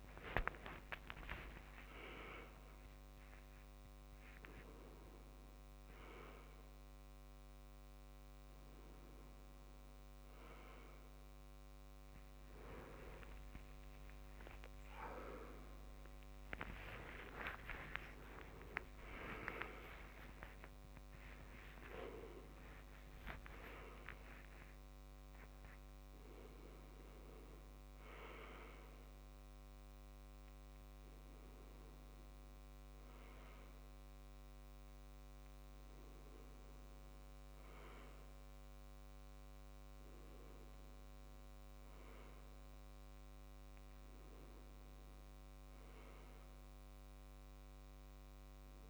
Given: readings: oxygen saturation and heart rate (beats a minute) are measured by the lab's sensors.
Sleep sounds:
a person awake in a sleep study, by a microphone on the trachea; none
0.00-4.00 s: tachycardia (device-marked, heart rate 110 extreme)
0.50-2.50 s: long interval between heartbeats (device-marked, heart rate 96 before, 100 extreme)
32.00-48.90 s: new sleep stage, N1 (lightest sleep)
From the record:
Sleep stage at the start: awake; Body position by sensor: on the left side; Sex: male

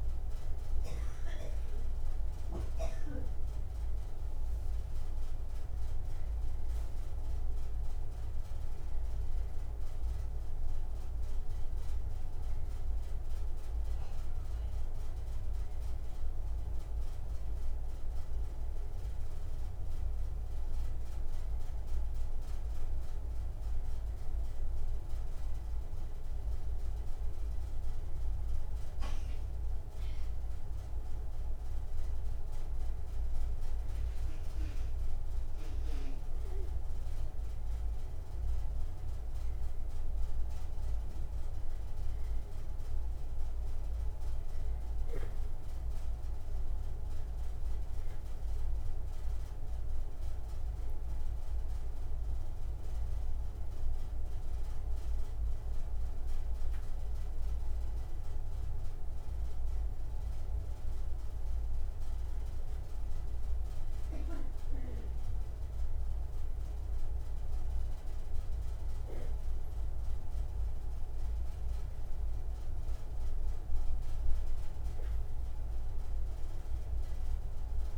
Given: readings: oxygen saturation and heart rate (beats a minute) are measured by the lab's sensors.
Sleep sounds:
a person awake in a sleep study, hard to hear, by a room microphone; none
7.00-37.00 s: new sleep stage, N1 (lightest sleep)
37.00-77.98 s: new sleep stage, awake
From the record:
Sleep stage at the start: N2 (light sleep); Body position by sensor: on the back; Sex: male

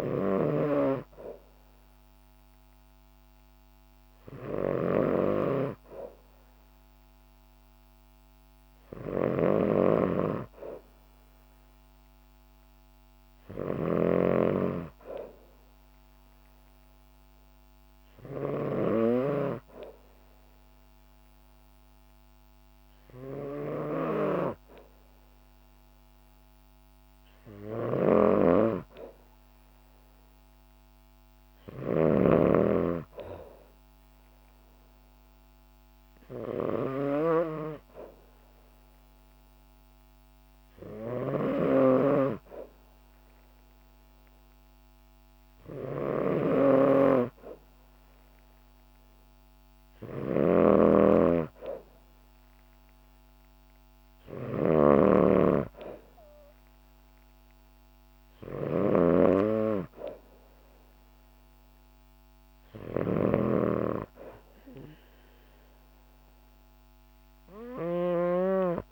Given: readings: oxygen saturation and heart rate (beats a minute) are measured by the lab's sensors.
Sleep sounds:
breathing in sleep by a microphone on the trachea; none
0.00-18.50 s: snoring (device-marked)
27.50-68.92 s: snoring (device-marked)
From the record:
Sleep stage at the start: N2 (light sleep); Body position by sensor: on the back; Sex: female

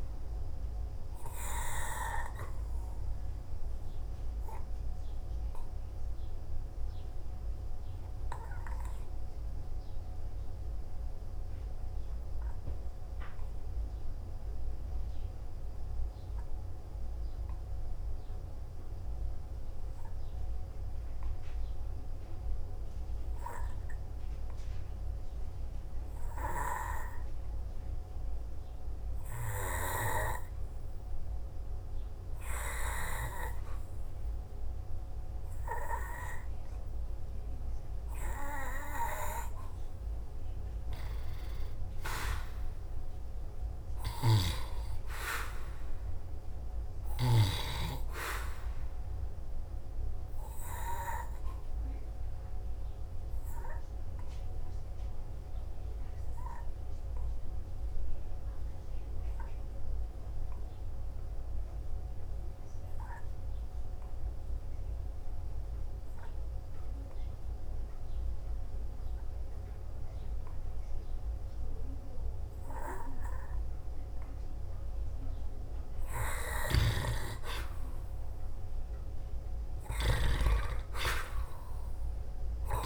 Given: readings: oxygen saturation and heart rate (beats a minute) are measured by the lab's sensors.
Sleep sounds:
breathing in sleep by a room microphone; 2
0.50-10.50 s: oxygen desaturation (device-marked, oxygen 96% before, 92% lowest, heart rate 58 before, 55 extreme)
3.00-40.50 s: obstructive apnea (oxygen 96% before, 86% lowest, heart rate 58 before, 54 extreme, up 7 after)
12.50-27.50 s: oxygen desaturation (device-marked, oxygen 94% before, 88% lowest, heart rate 58 before, 54 extreme)
34.50-76.50 s: oxygen desaturation (device-marked, oxygen 97% before, 86% lowest, heart rate 57 before, 53 extreme)
42.50-46.50 s: arousal
50.00-74.50 s: obstructive apnea (oxygen 97% before, 86% lowest, heart rate 57 before, 53 extreme, up 1 after)
76.50-80.00 s: arousal
From the record:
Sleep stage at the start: N2 (light sleep); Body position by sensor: on the back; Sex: male

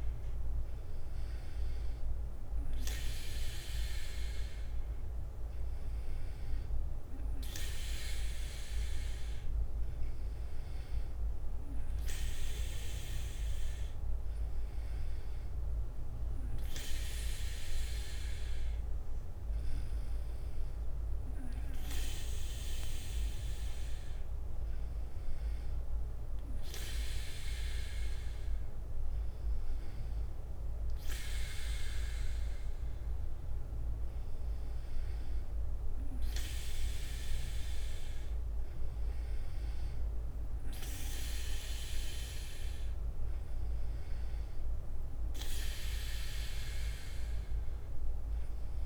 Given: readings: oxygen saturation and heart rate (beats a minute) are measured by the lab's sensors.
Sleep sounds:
breathing in sleep by a room microphone; none
0.00-7.50 s: bradycardia (device-marked, heart rate 55 extreme)
8.50-11.50 s: bradycardia (device-marked, heart rate 63 before, 59 extreme)
27.50-34.50 s: bradycardia (device-marked, heart rate 62 before, 58 extreme)
40.50-48.86 s: bradycardia (device-marked, heart rate 62 before, 56 extreme)
From the record:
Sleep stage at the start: N2 (light sleep); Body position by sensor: on the back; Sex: male

